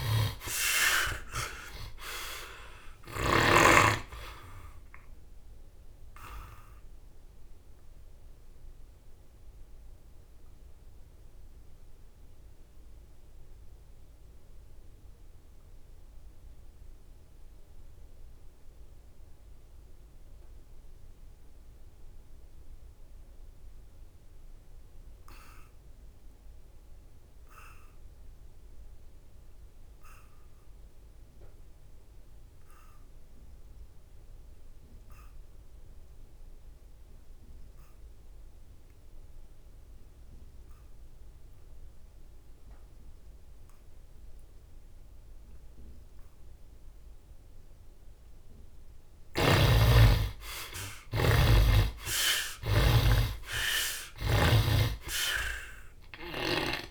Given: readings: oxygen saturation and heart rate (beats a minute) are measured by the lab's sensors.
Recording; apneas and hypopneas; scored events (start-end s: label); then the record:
breathing in sleep by a room microphone; 1
0.00-1.00 s: arousal
0.00-3.00 s: snoring (device-marked)
6.50-48.00 s: obstructive apnea (heart rate 77 before, 60 extreme, up 19 after)
50.50-54.50 s: arousal
From the record:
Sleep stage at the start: N2 (light sleep); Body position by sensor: on the back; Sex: male